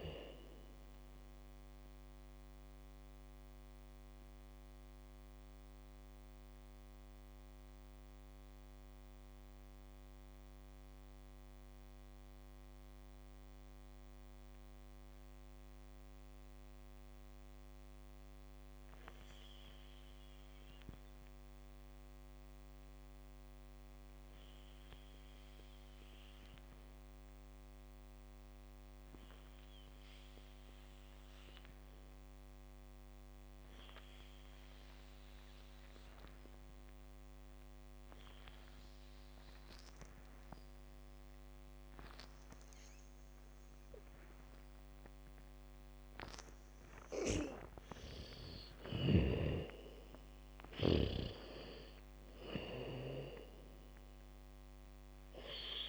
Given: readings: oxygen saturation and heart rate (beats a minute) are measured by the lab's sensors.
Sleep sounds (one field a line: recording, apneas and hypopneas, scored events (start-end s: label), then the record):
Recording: breathing in sleep by a microphone on the trachea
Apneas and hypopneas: 1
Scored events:
0.00-19.00 s: oxygen desaturation (device-marked, oxygen 78% lowest, heart rate 37 extreme)
3.00-45.00 s: mixed apnea (oxygen 97% before, 78% lowest, heart rate 58 before, 59 extreme, up 1 after)
28.00-55.89 s: oxygen desaturation (device-marked, oxygen 99% before, 81% lowest, heart rate 75 before, 59 extreme)
42.00-45.00 s: bradycardia (device-marked, heart rate 68 before, 64 extreme)
47.00-51.50 s: snoring (device-marked)
49.50-54.00 s: arousal
From the record:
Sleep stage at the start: N2 (light sleep)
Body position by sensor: on the back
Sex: female